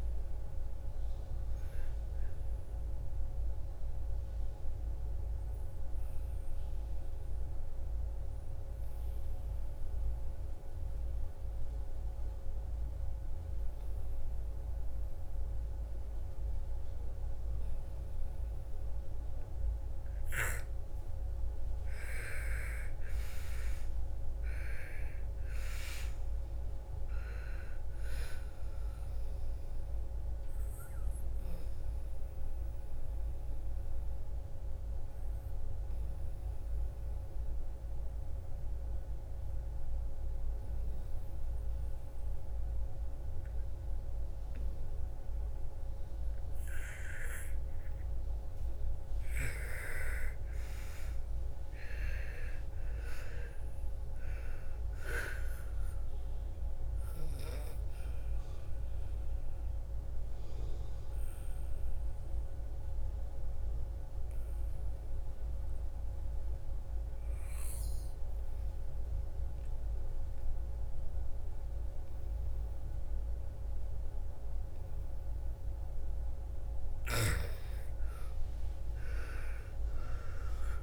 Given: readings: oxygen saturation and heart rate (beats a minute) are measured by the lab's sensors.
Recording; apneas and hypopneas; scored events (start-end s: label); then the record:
breathing in sleep by a room microphone; 3
1.50-18.50 s: oxygen desaturation (device-marked, oxygen 98% before, 89% lowest, heart rate 58 before, 55 extreme)
5.50-21.00 s: obstructive apnea (oxygen 98% before, 86% lowest, heart rate 60 before, 55 extreme, up 14 after)
22.50-27.00 s: arousal
28.50-42.50 s: oxygen desaturation (device-marked, oxygen 99% before, 87% lowest, heart rate 58 before, 55 extreme)
30.50-49.00 s: obstructive apnea (oxygen 99% before, 86% lowest, heart rate 59 before, 55 extreme, up 15 after)
50.00-54.50 s: arousal
53.50-68.50 s: oxygen desaturation (device-marked, oxygen 99% before, 86% lowest, heart rate 57 before, 55 extreme)
57.50-75.50 s: obstructive apnea (oxygen 99% before, 84% lowest, heart rate 59 before, 54 extreme, up 11 after)
78.00-80.83 s: arousal
79.50-80.83 s: oxygen desaturation (device-marked, oxygen 99% before, 86% lowest, heart rate 58 before, 54 extreme)
From the record:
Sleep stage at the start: N2 (light sleep); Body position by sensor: on the back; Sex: female